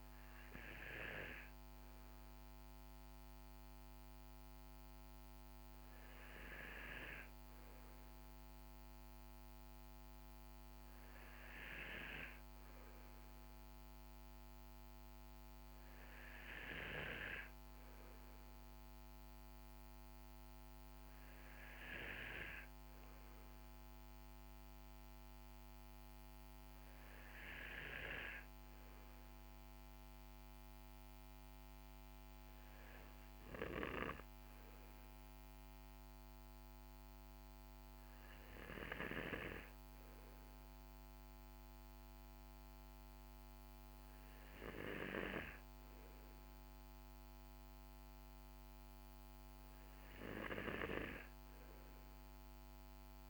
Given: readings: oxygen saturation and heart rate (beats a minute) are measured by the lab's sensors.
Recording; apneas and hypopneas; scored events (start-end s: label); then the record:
breathing in sleep by a microphone on the trachea; none
none scored
From the record:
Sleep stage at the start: N2 (light sleep); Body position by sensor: on the right side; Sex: male